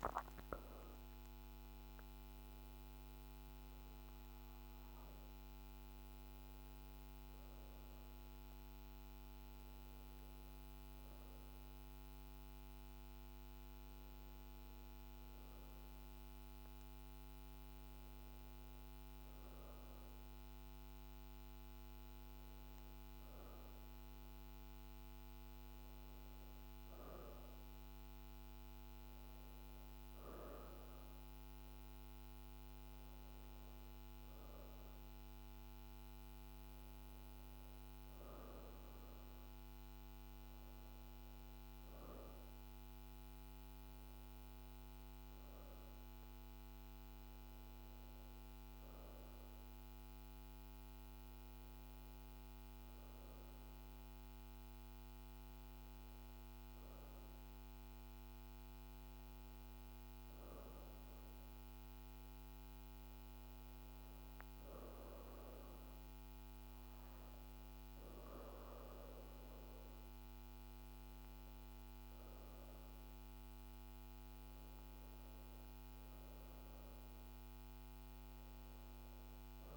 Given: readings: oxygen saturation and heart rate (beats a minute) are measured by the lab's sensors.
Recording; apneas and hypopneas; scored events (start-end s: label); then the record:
breathing in sleep, hard to hear, by a microphone on the trachea; 1
59.00-71.00 s: hypopnea (oxygen 95% before, 91% lowest)
74.50-79.00 s: arousal
From the record:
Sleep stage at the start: N2 (light sleep); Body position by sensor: on the back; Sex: female